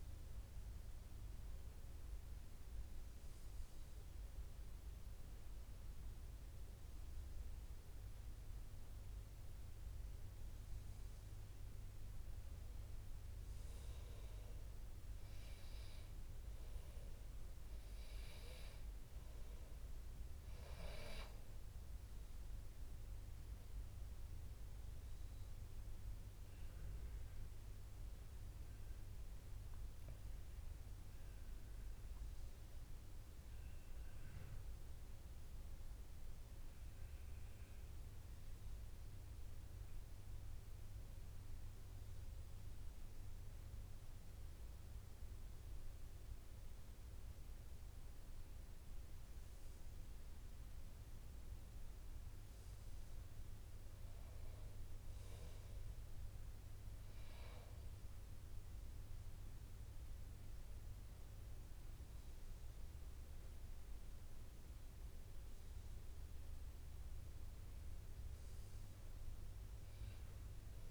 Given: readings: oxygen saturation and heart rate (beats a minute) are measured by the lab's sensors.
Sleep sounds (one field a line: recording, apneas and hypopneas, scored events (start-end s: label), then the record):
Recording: a person awake in a sleep study, hard to hear, by a room microphone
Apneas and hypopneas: none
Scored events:
14.50-16.50 s: long interval between heartbeats (device-marked, heart rate 38 before, 29 extreme)
25.00-27.00 s: long interval between heartbeats (device-marked)
27.00-29.00 s: long interval between heartbeats (device-marked)
32.50-34.50 s: long interval between heartbeats (device-marked)
39.00-41.00 s: long interval between heartbeats (device-marked, heart rate 32 before, 29 extreme)
52.50-54.50 s: long interval between heartbeats (device-marked, heart rate 38 before, 70 extreme)
62.50-64.50 s: long interval between heartbeats (device-marked, heart rate 53 before, 69 extreme)
66.00-68.00 s: long interval between heartbeats (device-marked, heart rate 60 before, 48 extreme)
From the record:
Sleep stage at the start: awake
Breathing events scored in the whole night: 154 in 4.7 hours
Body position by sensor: on the back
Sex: male